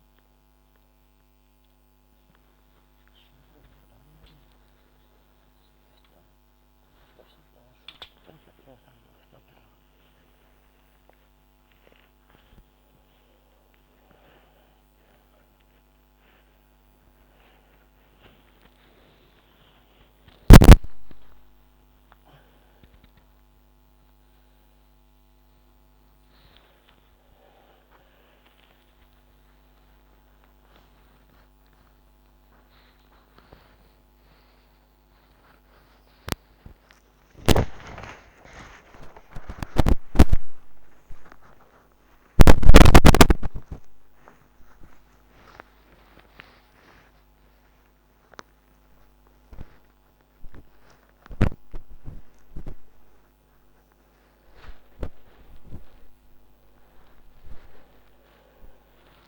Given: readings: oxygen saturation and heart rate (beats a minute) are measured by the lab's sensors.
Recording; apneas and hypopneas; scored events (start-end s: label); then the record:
a person awake in a sleep study, by a microphone on the trachea; none
none scored
From the record:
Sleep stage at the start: awake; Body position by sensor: upright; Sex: female